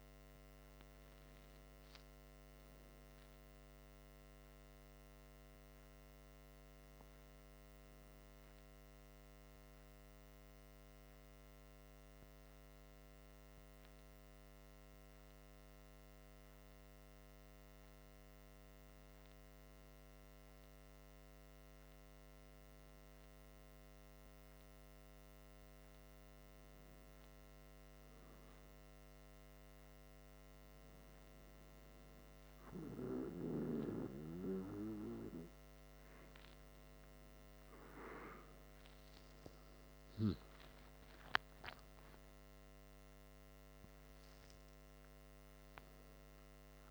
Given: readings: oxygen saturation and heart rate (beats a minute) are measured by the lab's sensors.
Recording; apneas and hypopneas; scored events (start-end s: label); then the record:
breathing in sleep by a microphone on the trachea; 1
10.50-33.50 s: hypopnea (oxygen 97% before, 95% lowest, heart rate 72 before, 44 extreme, up 32 after)
38.50-42.50 s: arousal
From the record:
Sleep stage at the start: N2 (light sleep); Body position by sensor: on the back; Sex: male